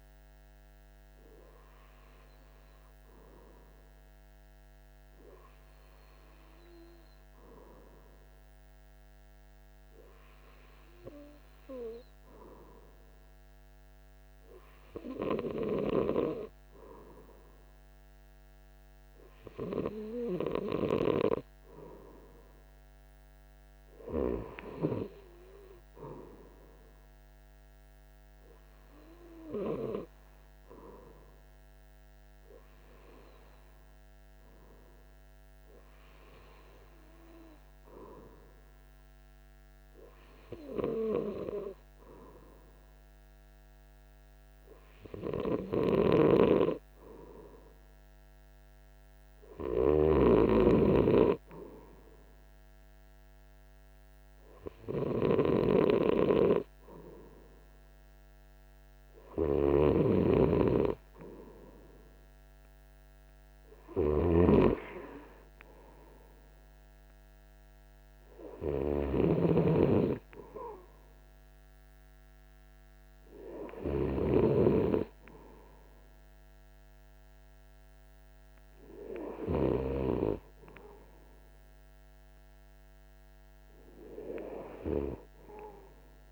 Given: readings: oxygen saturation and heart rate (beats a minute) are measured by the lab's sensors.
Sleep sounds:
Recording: breathing in sleep by a microphone on the trachea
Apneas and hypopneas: none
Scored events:
none scored
From the record:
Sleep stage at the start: N2 (light sleep)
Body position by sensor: on the right side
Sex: male

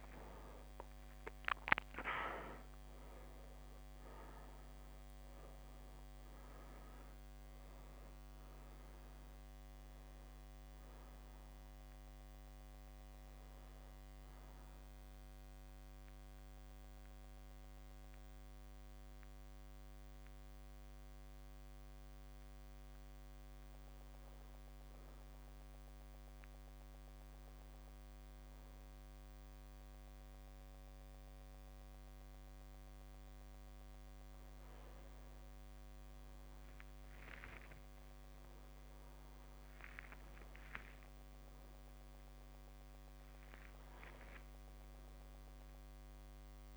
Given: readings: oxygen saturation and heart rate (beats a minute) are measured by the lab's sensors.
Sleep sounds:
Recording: breathing in sleep, hard to hear, by a microphone on the trachea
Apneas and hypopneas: none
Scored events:
0.00-2.00 s: long interval between heartbeats (device-marked, heart rate 51 before, 72 extreme)
0.00-3.50 s: arousal
0.00-3.50 s: drop in pulse transit time (device-marked, heart rate 72 extreme)
0.00-31.50 s: oxygen desaturation (device-marked, oxygen 89% lowest)
27.00-29.00 s: long interval between heartbeats (device-marked)
31.00-33.00 s: long interval between heartbeats (device-marked)
40.50-46.00 s: arousal
From the record:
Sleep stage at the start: N2 (light sleep)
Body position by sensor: on the back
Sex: male

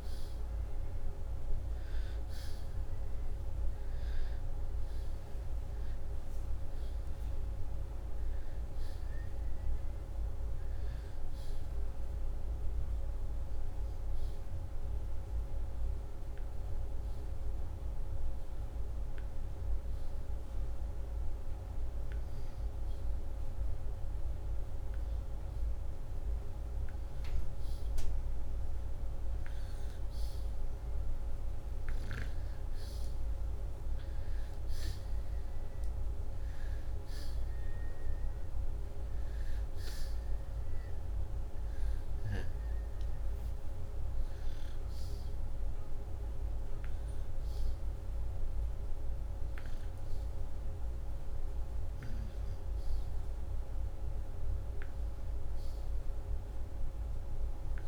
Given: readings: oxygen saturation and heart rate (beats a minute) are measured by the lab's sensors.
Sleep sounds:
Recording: breathing in sleep, hard to hear, by a room microphone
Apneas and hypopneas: none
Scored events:
none scored
From the record:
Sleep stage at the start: N2 (light sleep)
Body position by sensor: upright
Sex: male

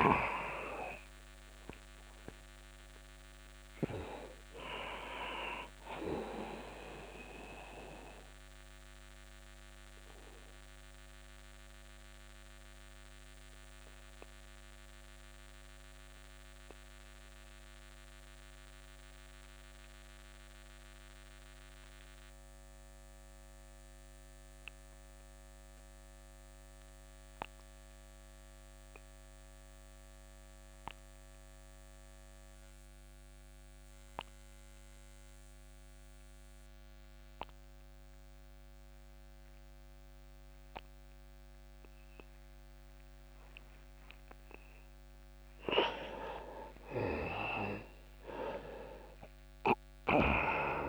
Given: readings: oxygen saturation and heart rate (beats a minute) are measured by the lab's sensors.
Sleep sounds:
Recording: breathing in sleep by a microphone on the trachea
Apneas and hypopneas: 1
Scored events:
0.00-27.00 s: oxygen desaturation (device-marked, oxygen 83% lowest, heart rate 26 extreme)
7.00-43.00 s: obstructive apnea (oxygen 99% before, 83% lowest)
40.00-50.89 s: oxygen desaturation (device-marked, oxygen 99% before, 87% lowest)
45.00-48.00 s: arousal
From the record:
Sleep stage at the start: N2 (light sleep)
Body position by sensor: on the back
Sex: male

